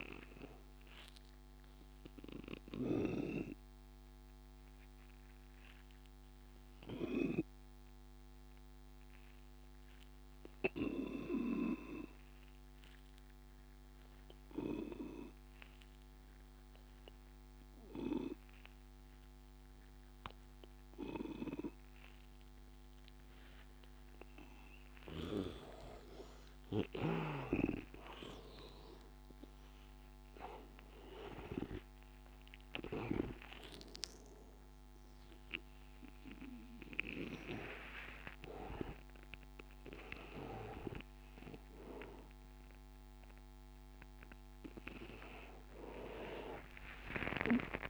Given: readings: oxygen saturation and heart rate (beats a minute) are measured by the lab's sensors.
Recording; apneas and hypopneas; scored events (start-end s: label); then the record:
breathing in sleep by a microphone on the trachea; 1
0.50-24.50 s: obstructive apnea (oxygen 98% before, 88% lowest, heart rate 91 before, 83 extreme, up 8 after)
19.00-47.90 s: oxygen desaturation (device-marked, oxygen 98% before, 88% lowest, heart rate 87 before, 85 extreme)
26.50-31.00 s: arousal
45.00-47.90 s: new sleep stage, awake
From the record:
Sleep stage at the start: N2 (light sleep); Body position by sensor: on the back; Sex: male